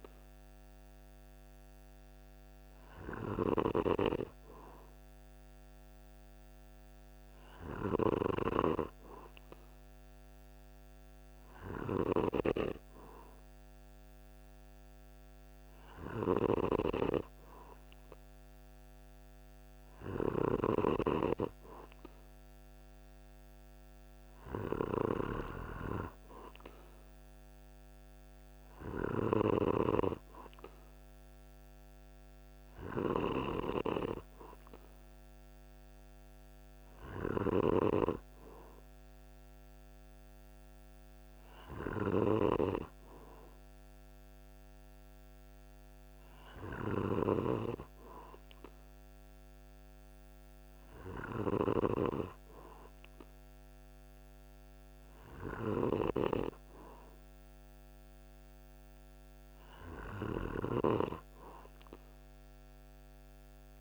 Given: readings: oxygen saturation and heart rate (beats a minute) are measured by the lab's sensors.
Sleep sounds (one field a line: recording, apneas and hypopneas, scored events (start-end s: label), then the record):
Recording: breathing in sleep by a microphone on the trachea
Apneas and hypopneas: none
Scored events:
20.00-29.00 s: snoring (device-marked)
46.00-51.00 s: snoring (device-marked)
59.50-63.81 s: snoring (device-marked)
From the record:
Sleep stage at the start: N2 (light sleep)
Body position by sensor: on the back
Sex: male